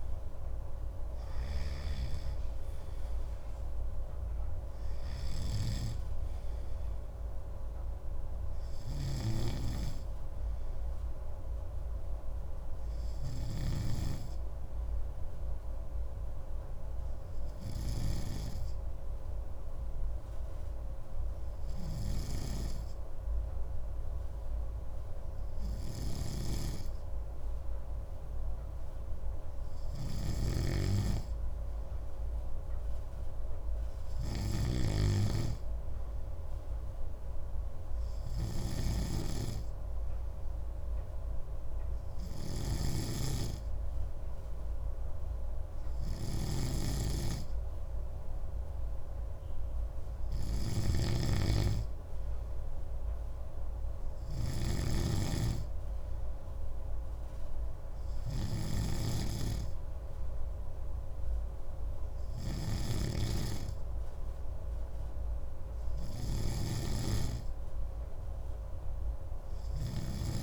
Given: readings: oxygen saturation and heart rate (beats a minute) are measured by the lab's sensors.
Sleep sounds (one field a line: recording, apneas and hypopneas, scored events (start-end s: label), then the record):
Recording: breathing in sleep by a room microphone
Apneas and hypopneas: none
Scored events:
0.00-70.43 s: snoring (device-marked)
From the record:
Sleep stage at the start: N3 (deep sleep)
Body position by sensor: on the right side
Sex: male